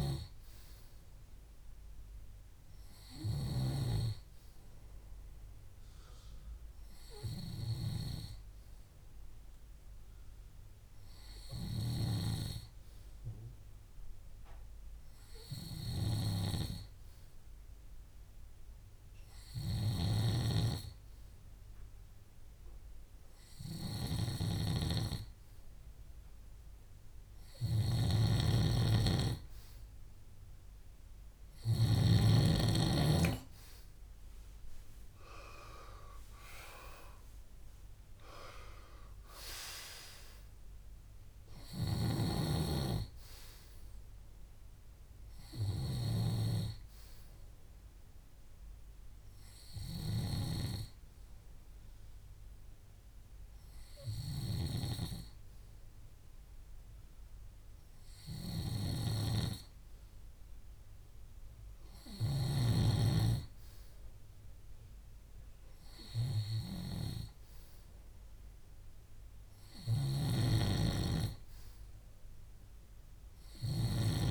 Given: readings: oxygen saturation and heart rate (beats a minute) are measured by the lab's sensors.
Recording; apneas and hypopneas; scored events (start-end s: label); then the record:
breathing in sleep by a room microphone; 2
0.00-13.50 s: oxygen desaturation (device-marked, oxygen 93% lowest, heart rate 63 extreme)
12.50-28.50 s: hypopnea (oxygen 97% before, 93% lowest, heart rate 66 before, 62 extreme, up 4 after)
27.50-32.00 s: snoring (device-marked)
29.50-55.50 s: oxygen desaturation (device-marked, oxygen 98% before, 93% lowest, heart rate 64 before, 62 extreme)
31.00-33.50 s: arousal
47.50-59.50 s: hypopnea (oxygen 98% before, 92% lowest, heart rate 68 before, 62 extreme, up 3 after)
65.50-69.00 s: arousal
From the record:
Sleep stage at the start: N2 (light sleep); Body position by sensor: on the back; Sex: male